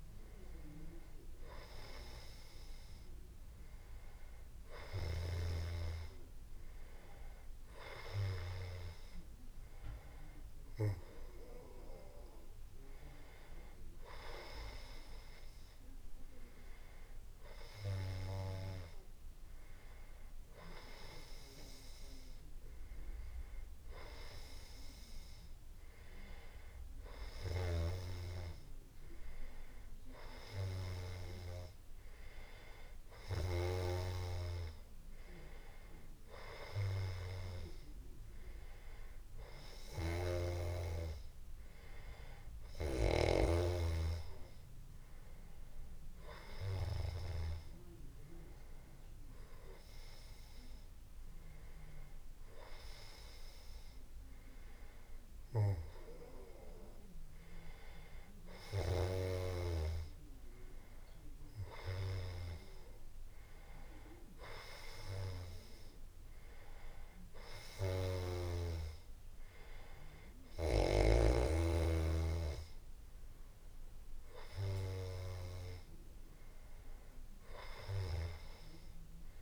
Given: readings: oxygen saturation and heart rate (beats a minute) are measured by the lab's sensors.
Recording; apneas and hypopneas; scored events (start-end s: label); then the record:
breathing in sleep by a room microphone; none
none scored
From the record:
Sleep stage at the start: N1 (lightest sleep); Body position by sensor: on the back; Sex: male